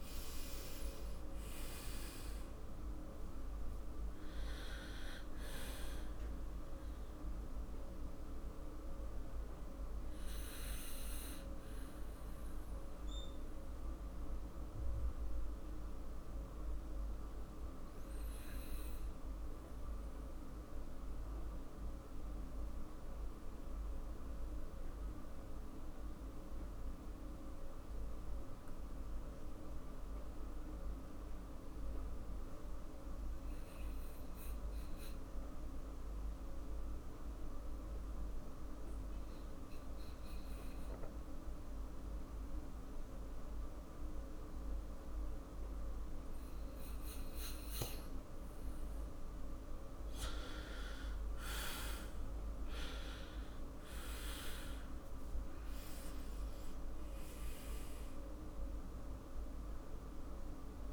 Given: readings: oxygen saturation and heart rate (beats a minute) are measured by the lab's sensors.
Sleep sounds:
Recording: breathing in sleep, hard to hear, by a room microphone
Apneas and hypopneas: 1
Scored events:
0.00-3.00 s: arousal
7.00-47.50 s: obstructive apnea (oxygen 99% before, 90% lowest, heart rate 51 before, 45 extreme, up 6 after)
23.50-36.50 s: oxygen desaturation (device-marked, oxygen 96% before, 90% lowest, heart rate 49 before, 47 extreme)
51.00-56.00 s: arousal
54.50-60.93 s: new sleep stage, REM sleep
From the record:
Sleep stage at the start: N2 (light sleep)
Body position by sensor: on the back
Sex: male

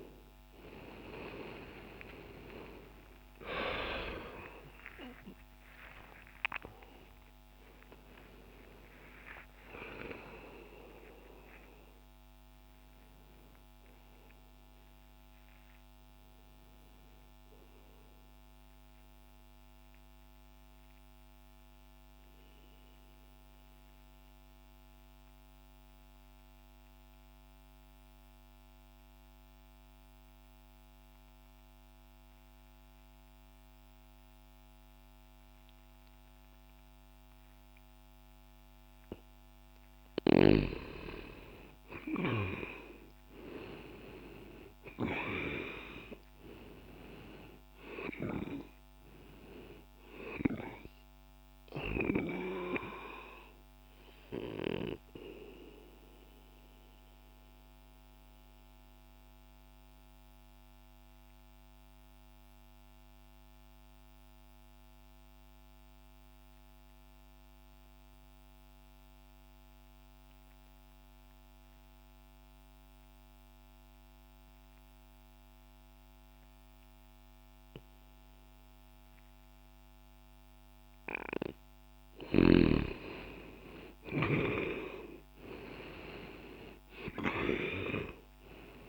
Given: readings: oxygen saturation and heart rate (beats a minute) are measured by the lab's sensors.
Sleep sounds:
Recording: breathing in sleep by a microphone on the trachea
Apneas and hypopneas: 2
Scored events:
3.50-10.00 s: arousal
20.00-40.00 s: mixed apnea (oxygen 96% before, 83% lowest, heart rate 108 before, 59 extreme, up 0 after)
27.00-35.00 s: oxygen desaturation (device-marked, oxygen 92% before, 88% lowest, heart rate 95 before, 60 extreme)
42.50-46.50 s: arousal
46.00-76.00 s: oxygen desaturation (device-marked, oxygen 98% before, 83% lowest, heart rate 60 before, 60 extreme)
55.50-81.50 s: mixed apnea (oxygen 98% before, 83% lowest, heart rate 60 before, 60 extreme, up 10 after)
85.00-88.89 s: arousal
85.00-88.89 s: oxygen desaturation (device-marked, oxygen 95% before, 87% lowest, heart rate 60 before, 60 extreme)
From the record:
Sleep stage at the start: N2 (light sleep)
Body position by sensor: on the back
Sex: male

